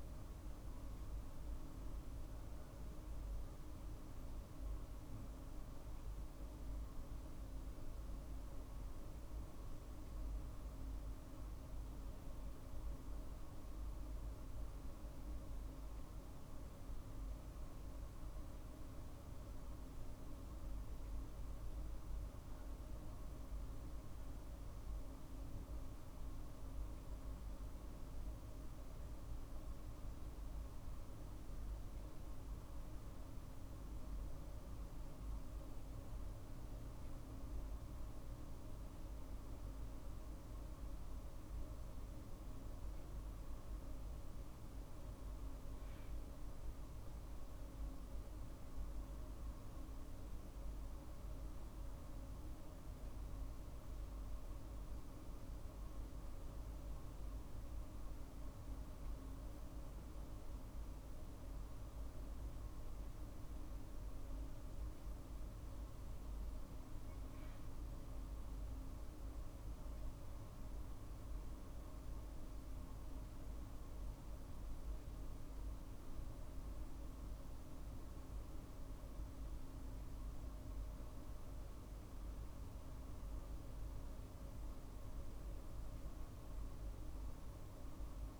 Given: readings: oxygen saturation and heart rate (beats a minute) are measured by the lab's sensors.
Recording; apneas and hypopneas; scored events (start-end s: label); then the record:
a person awake in a sleep study, hard to hear, by a room microphone; none
none scored
From the record:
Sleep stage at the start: awake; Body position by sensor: on the right side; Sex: male